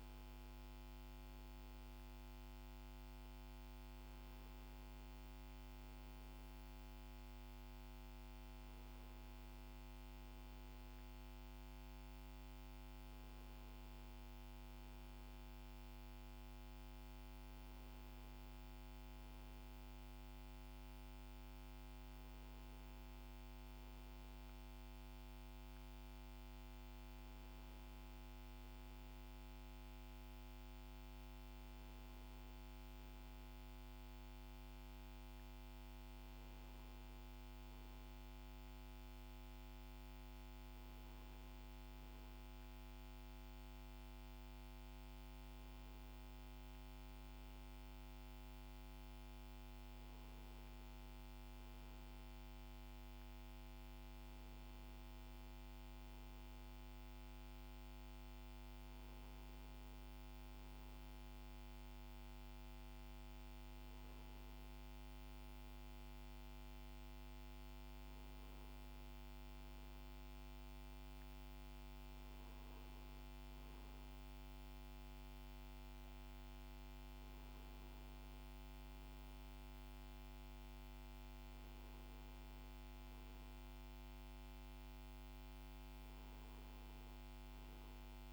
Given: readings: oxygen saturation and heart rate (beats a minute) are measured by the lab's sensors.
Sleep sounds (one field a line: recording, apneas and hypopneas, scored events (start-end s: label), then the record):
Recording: breathing in sleep, hard to hear, by a microphone on the trachea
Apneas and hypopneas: none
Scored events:
none scored
From the record:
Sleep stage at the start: N1 (lightest sleep)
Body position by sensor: on the back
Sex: male